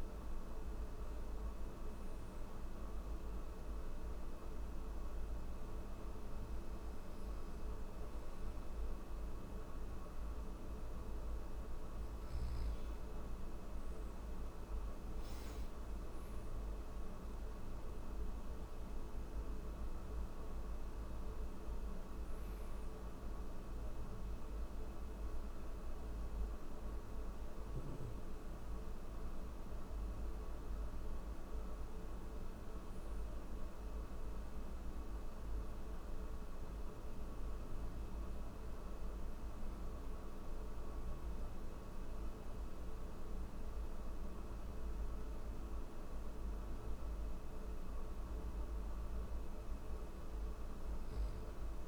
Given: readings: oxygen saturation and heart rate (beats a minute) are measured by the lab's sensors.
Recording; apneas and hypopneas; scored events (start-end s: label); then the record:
breathing in sleep, hard to hear, by a room microphone; none
none scored
From the record:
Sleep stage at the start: N1 (lightest sleep); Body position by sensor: on the back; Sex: male